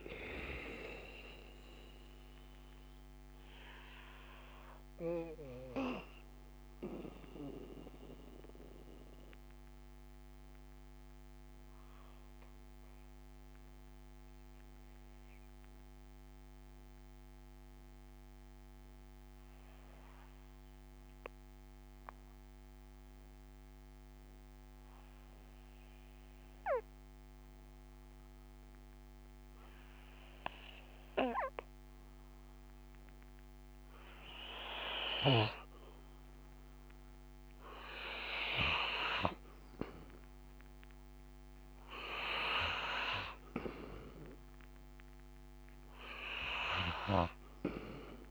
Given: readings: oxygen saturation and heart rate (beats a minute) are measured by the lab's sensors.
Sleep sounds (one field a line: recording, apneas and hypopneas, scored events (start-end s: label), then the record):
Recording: breathing in sleep by a microphone on the trachea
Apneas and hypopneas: 1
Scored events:
0.00-22.50 s: oxygen desaturation (device-marked, oxygen 78% lowest, heart rate 55 extreme)
4.00-38.50 s: mixed apnea (oxygen 98% before, 78% lowest, heart rate 62 before, 55 extreme, up 4 after)
32.50-48.31 s: oxygen desaturation (device-marked, oxygen 98% before, 81% lowest, heart rate 60 before, 57 extreme)
41.50-45.50 s: arousal
From the record:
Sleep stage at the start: N2 (light sleep)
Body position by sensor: on the back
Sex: male